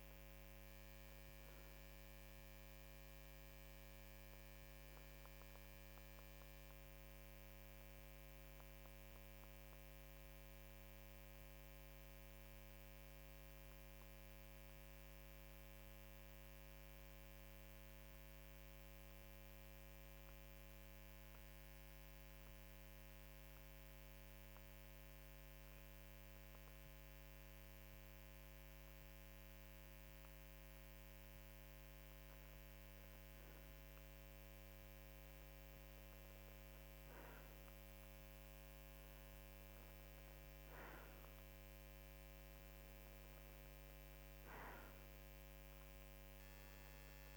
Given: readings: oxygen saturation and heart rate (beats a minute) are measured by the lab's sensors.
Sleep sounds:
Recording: breathing in sleep, hard to hear, by a microphone on the trachea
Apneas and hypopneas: 1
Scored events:
8.00-35.00 s: mixed apnea (oxygen 95% before, 92% lowest, heart rate 55 before, 49 extreme, up 3 after)
38.00-42.50 s: arousal
From the record:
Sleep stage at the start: N2 (light sleep)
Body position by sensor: on the right side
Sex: male

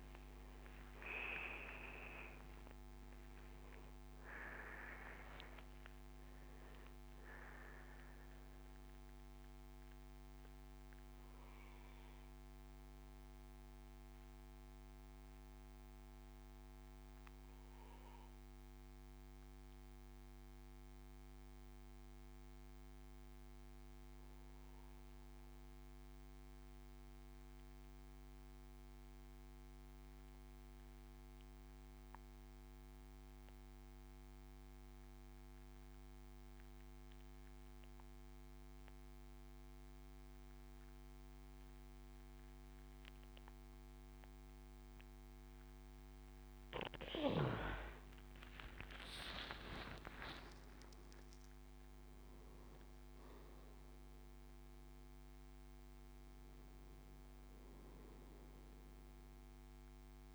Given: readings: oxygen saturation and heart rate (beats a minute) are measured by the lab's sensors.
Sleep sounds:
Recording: breathing in sleep by a microphone on the trachea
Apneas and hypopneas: 1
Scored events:
0.00-18.00 s: oxygen desaturation (device-marked, oxygen 90% lowest, heart rate 61 extreme)
2.00-4.00 s: long interval between heartbeats (device-marked, heart rate 78 before, 96 extreme)
9.00-47.50 s: mixed apnea (oxygen 98% before, 90% lowest, heart rate 85 before, 62 extreme, up 10 after)
39.00-60.35 s: oxygen desaturation (device-marked, oxygen 99% before, 90% lowest, heart rate 70 before, 62 extreme)
49.50-54.50 s: arousal
From the record:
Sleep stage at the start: N2 (light sleep)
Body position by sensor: on the back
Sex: male

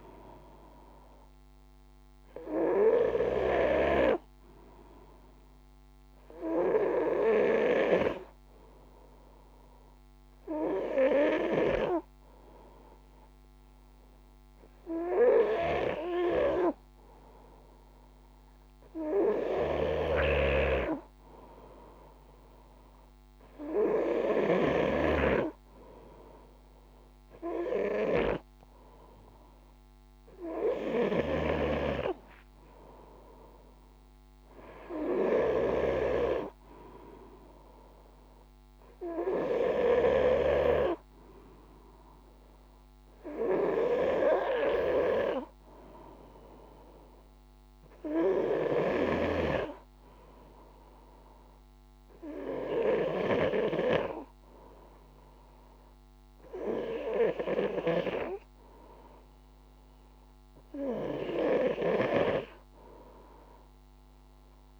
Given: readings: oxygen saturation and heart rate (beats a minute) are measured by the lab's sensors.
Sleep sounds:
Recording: breathing in sleep by a microphone on the trachea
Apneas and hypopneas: none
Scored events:
18.50-24.00 s: snoring (device-marked)
From the record:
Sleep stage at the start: N2 (light sleep)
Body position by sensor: on the front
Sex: male

